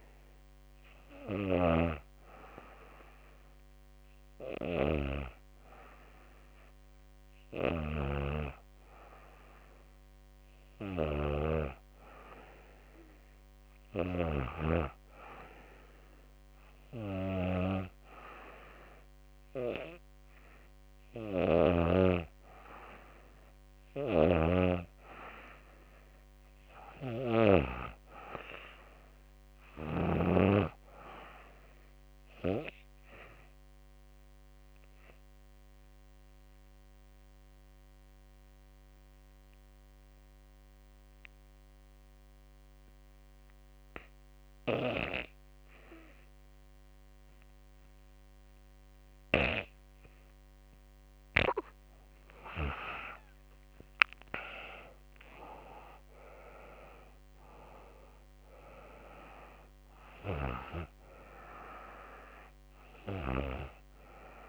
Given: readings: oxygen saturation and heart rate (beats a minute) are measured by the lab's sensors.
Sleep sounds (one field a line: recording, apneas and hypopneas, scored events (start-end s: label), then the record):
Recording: breathing in sleep by a microphone on the trachea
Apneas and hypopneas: 1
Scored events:
0.00-7.00 s: snoring (device-marked)
32.00-49.00 s: obstructive apnea (oxygen 96% before, 86% lowest, heart rate 76 before, 66 extreme, up 18 after)
52.00-56.00 s: arousal
54.50-64.49 s: oxygen desaturation (device-marked, oxygen 95% before, 86% lowest, heart rate 71 before, 71 extreme)
From the record:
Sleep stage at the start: N2 (light sleep)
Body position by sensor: on the back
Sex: female